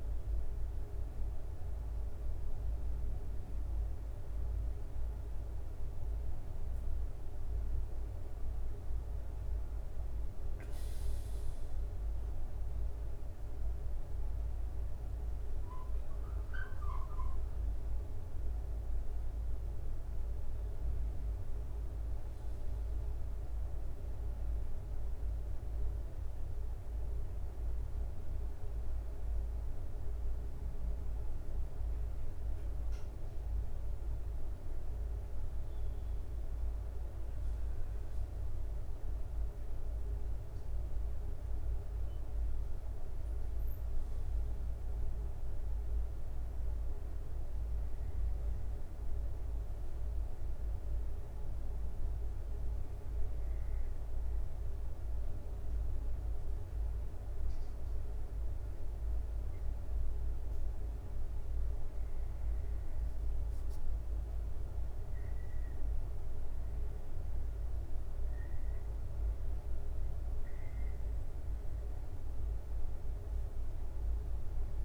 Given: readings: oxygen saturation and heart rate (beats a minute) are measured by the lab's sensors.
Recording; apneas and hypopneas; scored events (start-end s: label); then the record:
breathing in sleep, hard to hear, by a room microphone; none
25.00-74.85 s: new sleep stage, N2 (light sleep)
From the record:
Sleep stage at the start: N1 (lightest sleep); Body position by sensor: on the back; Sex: male